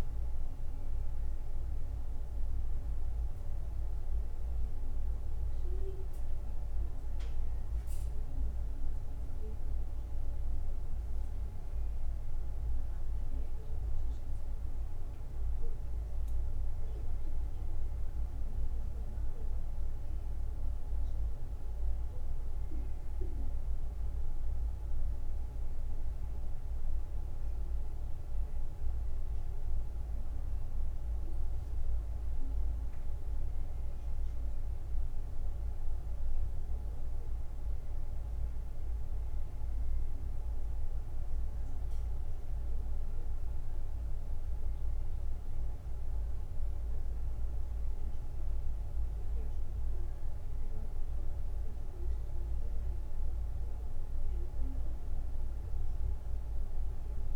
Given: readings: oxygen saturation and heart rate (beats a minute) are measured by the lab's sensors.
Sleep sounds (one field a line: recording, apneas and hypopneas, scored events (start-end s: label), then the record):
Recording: breathing in sleep, hard to hear, by a room microphone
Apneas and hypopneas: none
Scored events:
none scored
From the record:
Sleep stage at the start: N1 (lightest sleep)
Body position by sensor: on the back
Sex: male